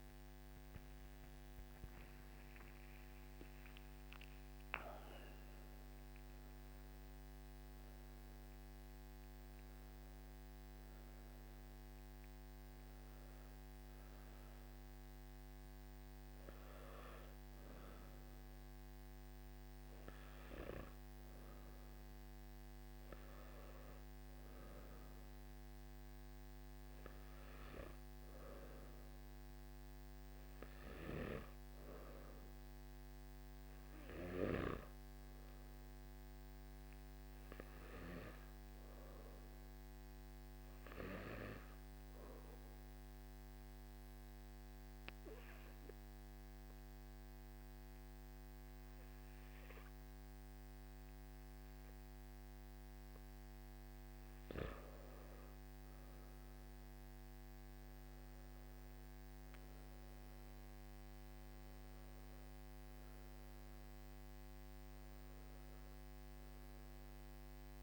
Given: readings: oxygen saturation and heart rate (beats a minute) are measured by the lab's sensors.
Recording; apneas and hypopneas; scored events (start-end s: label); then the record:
breathing in sleep by a microphone on the trachea; 1
0.00-12.00 s: oxygen desaturation (device-marked, oxygen 92% lowest, heart rate 52 extreme)
39.50-53.50 s: obstructive apnea (oxygen 98% before, 92% lowest, heart rate 54 before, 52 extreme, up 14 after)
55.00-67.83 s: oxygen desaturation (device-marked, oxygen 97% before, 92% lowest, heart rate 56 before, 55 extreme)
From the record:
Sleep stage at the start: N2 (light sleep); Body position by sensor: on the back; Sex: male